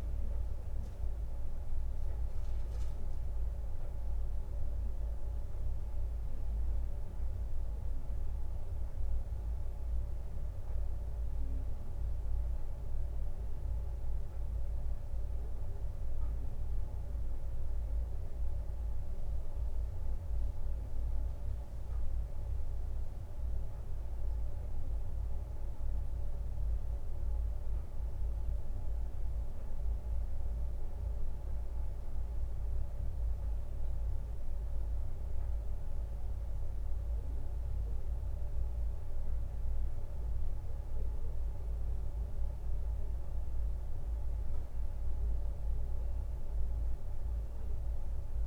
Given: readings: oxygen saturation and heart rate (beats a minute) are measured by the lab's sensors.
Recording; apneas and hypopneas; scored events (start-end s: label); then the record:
breathing in sleep, hard to hear, by a room microphone; none
none scored
From the record:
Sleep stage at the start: N2 (light sleep); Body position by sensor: on the right side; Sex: male